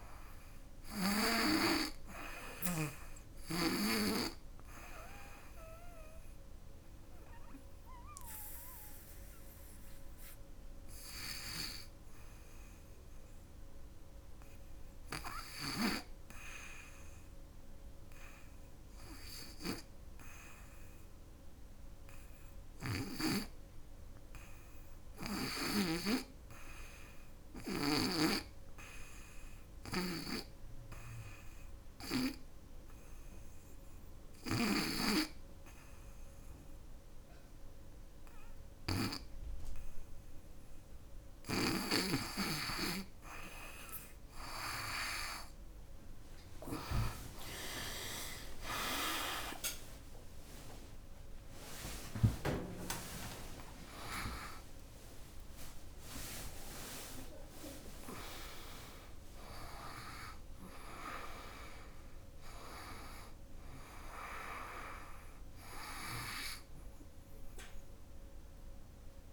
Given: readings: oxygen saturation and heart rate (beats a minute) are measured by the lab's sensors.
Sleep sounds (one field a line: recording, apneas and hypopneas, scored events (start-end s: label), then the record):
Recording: breathing in sleep by a room microphone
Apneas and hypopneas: 1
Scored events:
3.00-31.00 s: oxygen desaturation (device-marked, oxygen 97% before, 87% lowest, heart rate 81 before, 73 extreme)
5.50-40.50 s: hypopnea (oxygen 98% before, 87% lowest, heart rate 82 before, 73 extreme, up 19 after)
30.00-69.33 s: new sleep stage, N2 (light sleep)
48.00-54.00 s: oxygen desaturation (device-marked, oxygen 94% before, 89% lowest, heart rate 77 before, 85 extreme)
48.50-53.50 s: arousal
60.00-69.33 s: oxygen desaturation (device-marked, oxygen 91% before, 87% lowest, heart rate 93 before, 70 extreme)
From the record:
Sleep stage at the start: REM sleep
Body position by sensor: on the back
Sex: female